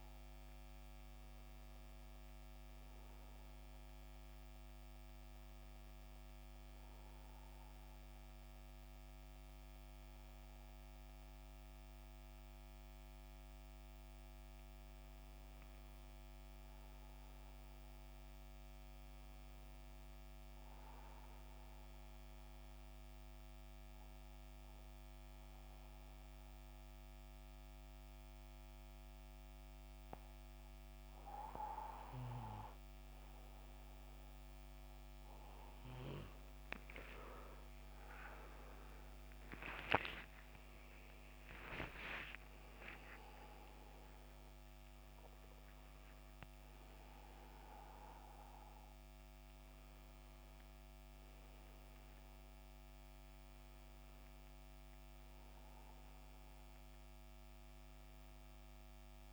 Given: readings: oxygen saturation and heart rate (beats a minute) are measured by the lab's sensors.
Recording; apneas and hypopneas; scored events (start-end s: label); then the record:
breathing in sleep by a microphone on the trachea; 2
0.00-12.00 s: oxygen desaturation (device-marked, oxygen 87% lowest, heart rate 71 extreme)
3.00-13.00 s: hypopnea (oxygen 94% before, 86% lowest, heart rate 80 before, 71 extreme, up 3 after)
15.00-18.00 s: arousal
21.50-34.50 s: obstructive apnea (oxygen 94% before, 86% lowest, heart rate 75 before, 72 extreme, up 12 after)
31.00-59.33 s: oxygen desaturation (device-marked, oxygen 94% before, 86% lowest, heart rate 73 before, 69 extreme)
36.00-59.33 s: new sleep stage, N1 (lightest sleep)
36.50-42.00 s: arousal
From the record:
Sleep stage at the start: N2 (light sleep); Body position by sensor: on the back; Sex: male